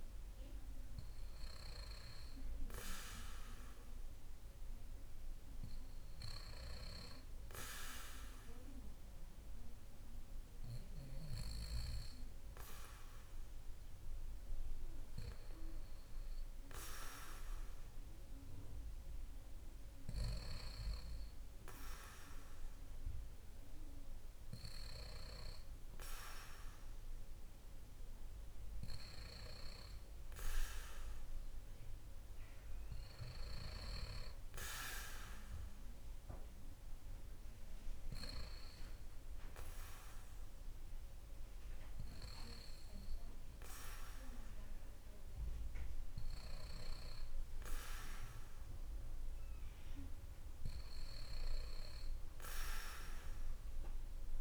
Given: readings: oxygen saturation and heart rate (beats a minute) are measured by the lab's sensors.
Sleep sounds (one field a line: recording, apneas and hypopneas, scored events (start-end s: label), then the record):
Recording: breathing in sleep by a room microphone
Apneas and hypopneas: none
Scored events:
none scored
From the record:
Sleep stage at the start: N2 (light sleep)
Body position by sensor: on the back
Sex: male